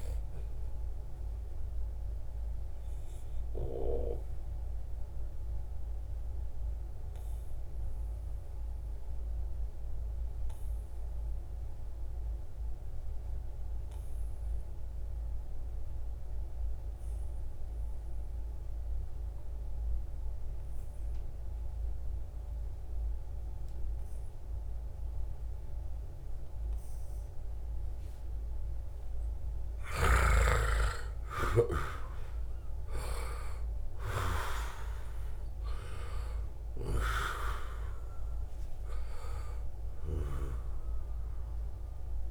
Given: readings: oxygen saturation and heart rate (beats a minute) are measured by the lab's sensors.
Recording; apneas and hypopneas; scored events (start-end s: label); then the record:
breathing in sleep by a room microphone; 1
0.00-7.50 s: oxygen desaturation (device-marked, oxygen 90% lowest, heart rate 69 extreme)
1.00-28.50 s: obstructive apnea (oxygen 95% before, 87% lowest, heart rate 79 before, 69 extreme, up 4 after)
26.50-42.31 s: oxygen desaturation (device-marked, oxygen 96% before, 87% lowest, heart rate 73 before, 69 extreme)
29.50-33.50 s: arousal
From the record:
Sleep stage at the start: N2 (light sleep); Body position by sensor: on the back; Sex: male